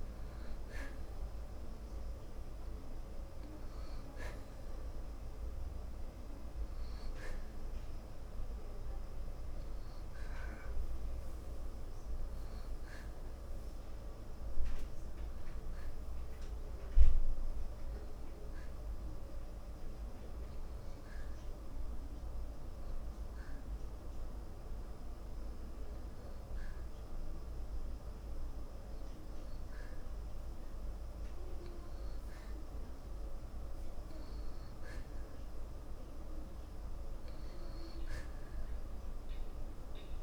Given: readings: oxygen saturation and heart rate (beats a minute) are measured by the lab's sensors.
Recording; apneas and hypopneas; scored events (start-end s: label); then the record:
breathing in sleep, hard to hear, by a room microphone; 1
16.50-29.50 s: hypopnea (oxygen 94% before, 90% lowest, heart rate 70 before, 48 extreme, up 18 after)
32.50-35.00 s: arousal
From the record:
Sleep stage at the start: N2 (light sleep); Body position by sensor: on the back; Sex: male